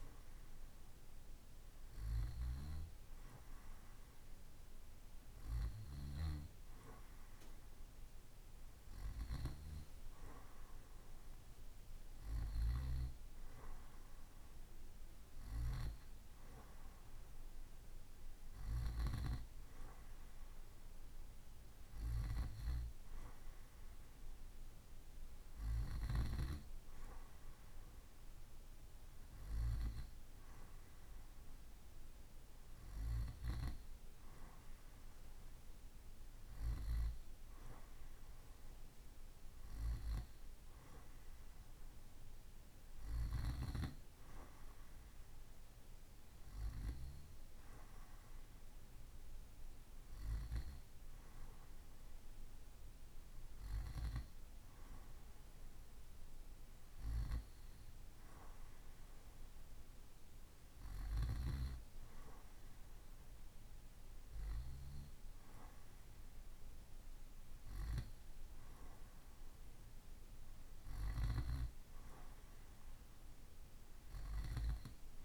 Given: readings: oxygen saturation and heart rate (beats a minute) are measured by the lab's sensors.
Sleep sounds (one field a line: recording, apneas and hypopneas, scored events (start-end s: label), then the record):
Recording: breathing in sleep by a room microphone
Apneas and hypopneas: none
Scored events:
none scored
From the record:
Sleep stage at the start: N2 (light sleep)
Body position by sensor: on the right side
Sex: male